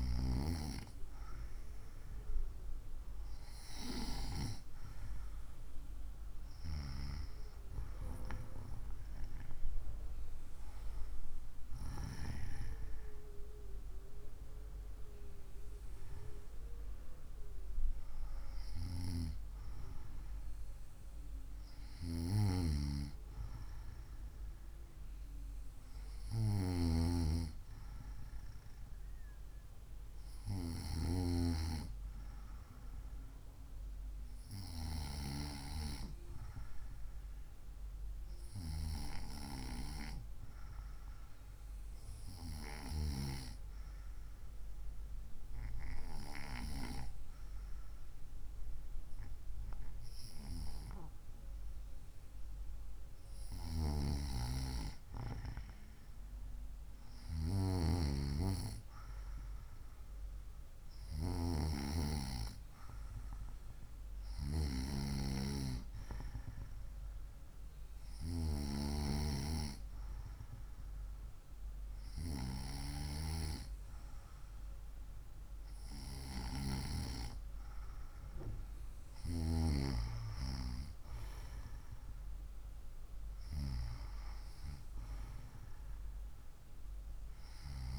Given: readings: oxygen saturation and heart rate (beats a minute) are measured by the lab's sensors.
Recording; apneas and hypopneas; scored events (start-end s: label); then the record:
breathing in sleep by a room microphone; 1
12.50-16.50 s: arousal
42.50-54.00 s: hypopnea (oxygen 96% before, 94% lowest, heart rate 65 before, 61 extreme, up 0 after)
56.00-59.50 s: arousal
From the record:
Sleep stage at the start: N2 (light sleep); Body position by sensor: on the right side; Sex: female